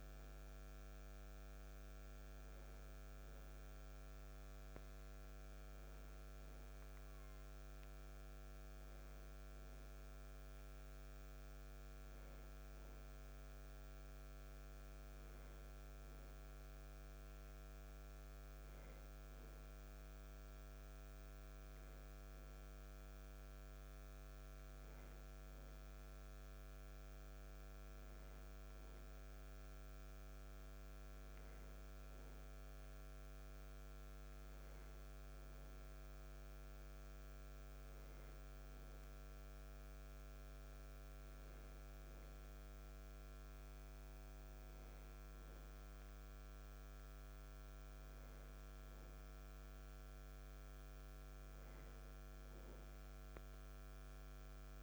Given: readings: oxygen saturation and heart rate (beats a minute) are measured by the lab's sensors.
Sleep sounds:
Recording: a person awake in a sleep study, hard to hear, by a microphone on the trachea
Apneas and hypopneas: none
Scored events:
none scored
From the record:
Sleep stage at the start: awake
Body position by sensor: on the back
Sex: male

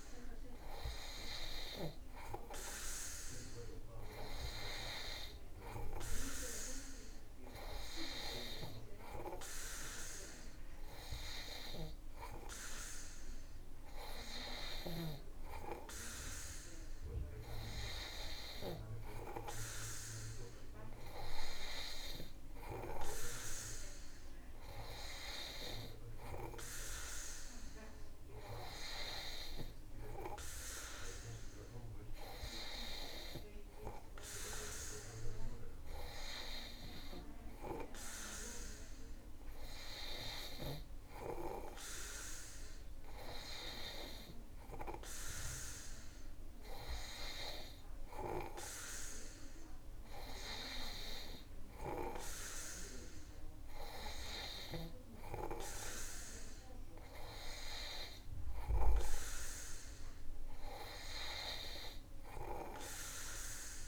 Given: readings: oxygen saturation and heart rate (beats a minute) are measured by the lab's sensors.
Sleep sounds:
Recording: breathing in sleep by a room microphone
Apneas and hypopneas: none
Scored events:
none scored
From the record:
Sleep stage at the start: N2 (light sleep)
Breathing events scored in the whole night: 128 in 3.2 hours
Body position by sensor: on the back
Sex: male

